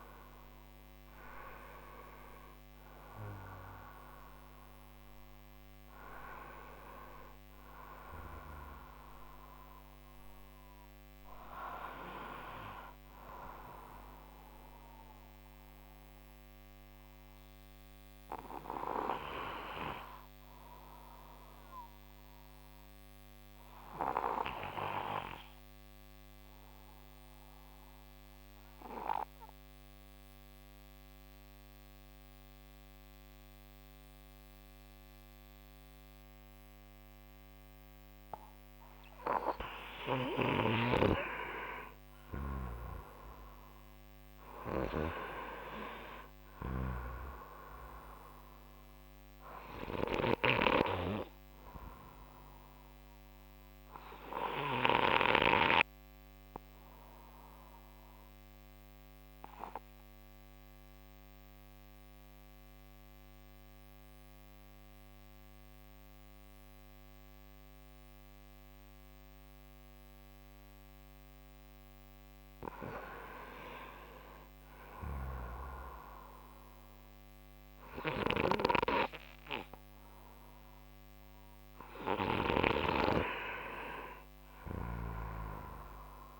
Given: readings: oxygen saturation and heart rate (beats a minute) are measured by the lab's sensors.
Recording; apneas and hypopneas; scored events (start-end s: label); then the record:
breathing in sleep by a microphone on the trachea; 2
0.00-23.00 s: oxygen desaturation (device-marked, oxygen 88% lowest)
16.00-37.00 s: obstructive apnea (oxygen 94% before, 90% lowest)
39.50-43.50 s: arousal
44.00-68.00 s: oxygen desaturation (device-marked, oxygen 97% before, 90% lowest)
53.50-71.50 s: obstructive apnea (oxygen 98% before, 90% lowest)
73.00-77.50 s: arousal
80.00-86.40 s: oxygen desaturation (device-marked, oxygen 96% before, 91% lowest)
From the record:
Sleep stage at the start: N2 (light sleep); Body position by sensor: on the right side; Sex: male